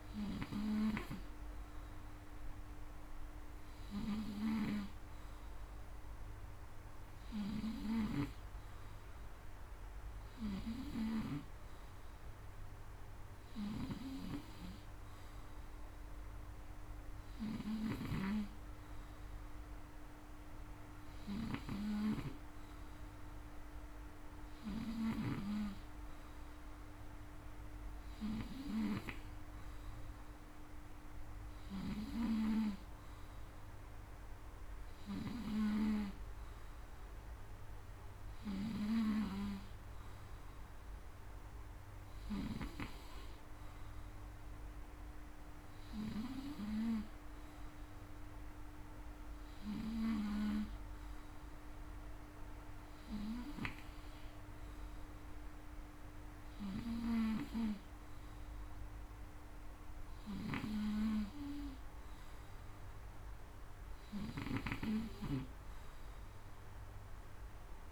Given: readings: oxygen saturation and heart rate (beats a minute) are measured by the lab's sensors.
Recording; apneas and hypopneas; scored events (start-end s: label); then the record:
breathing in sleep by a room microphone; none
0.00-17.50 s: snoring (device-marked)
From the record:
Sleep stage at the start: N2 (light sleep); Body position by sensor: on the front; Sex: male